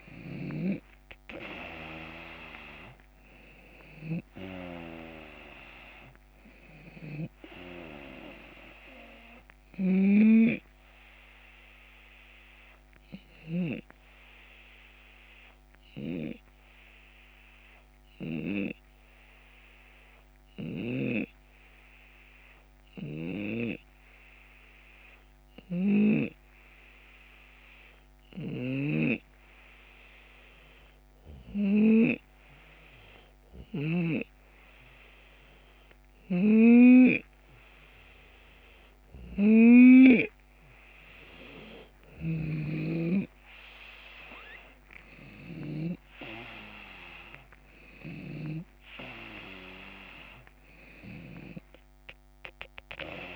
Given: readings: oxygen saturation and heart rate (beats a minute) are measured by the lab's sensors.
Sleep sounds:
breathing in sleep by a microphone on the trachea; 1
0.00-14.50 s: drop in pulse transit time (device-marked, heart rate 76 extreme)
13.50-38.00 s: hypopnea (oxygen 92% before, 88% lowest, heart rate 79 before, 75 extreme, up 2 after)
25.00-42.00 s: snoring (device-marked)
38.50-52.50 s: oxygen desaturation (device-marked, oxygen 93% before, 89% lowest, heart rate 78 before, 76 extreme)
43.00-48.50 s: arousal
45.50-53.36 s: drop in pulse transit time (device-marked, heart rate 78 before, 76 extreme)
From the record:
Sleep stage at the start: N2 (light sleep); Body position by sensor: on the left side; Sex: male

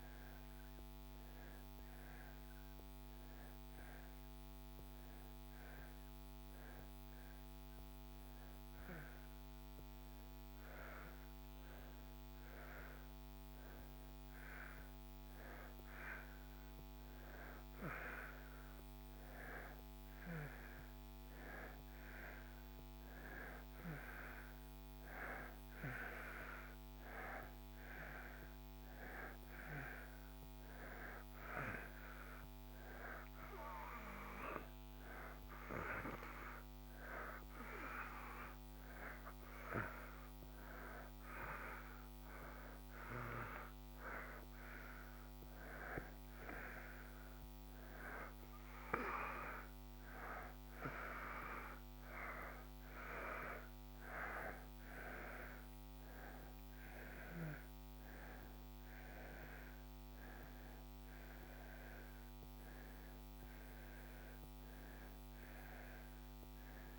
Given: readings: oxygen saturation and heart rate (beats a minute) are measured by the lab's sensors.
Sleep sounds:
breathing in sleep by a microphone on the trachea; 2
0.00-2.00 s: oxygen desaturation (device-marked, oxygen 87% lowest)
0.50-12.00 s: hypopnea (oxygen 92% before, 90% lowest)
13.00-17.50 s: arousal
27.00-48.00 s: oxygen desaturation (device-marked, oxygen 94% before, 90% lowest)
32.50-45.00 s: hypopnea (oxygen 94% before, 90% lowest)
47.50-54.00 s: arousal
From the record:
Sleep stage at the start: N2 (light sleep); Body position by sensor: on the back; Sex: male

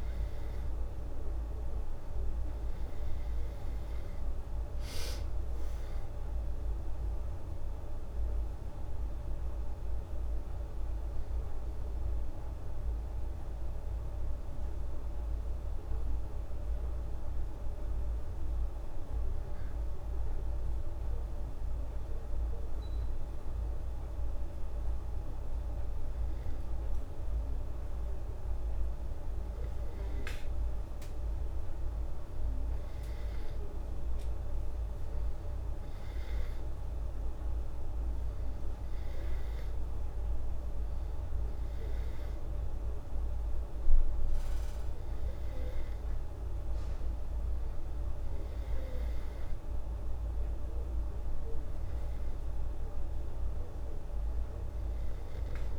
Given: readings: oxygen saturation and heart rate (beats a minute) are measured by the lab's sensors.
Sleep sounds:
breathing in sleep, hard to hear, by a room microphone; 1
21.50-33.50 s: hypopnea (oxygen 96% before, 94% lowest, heart rate 82 before, 77 extreme, up 12 after)
35.00-39.00 s: arousal
From the record:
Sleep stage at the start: N2 (light sleep); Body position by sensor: on the back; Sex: female

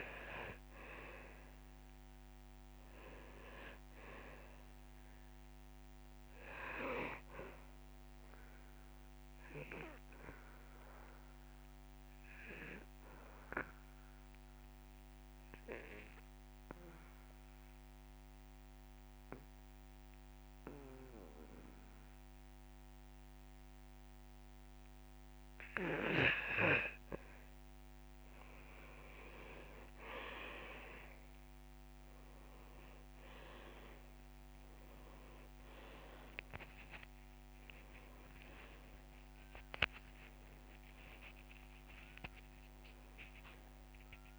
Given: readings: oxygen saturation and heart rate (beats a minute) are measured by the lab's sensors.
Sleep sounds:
breathing in sleep by a microphone on the trachea; 1
0.00-3.50 s: arousal
6.00-29.00 s: oxygen desaturation (device-marked, oxygen 97% before, 90% lowest)
12.00-26.50 s: obstructive apnea (oxygen 97% before, 90% lowest)
32.00-34.50 s: arousal
41.00-44.39 s: oxygen desaturation (device-marked, oxygen 97% before, 92% lowest)
From the record:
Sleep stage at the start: N2 (light sleep); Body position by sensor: on the back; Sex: male

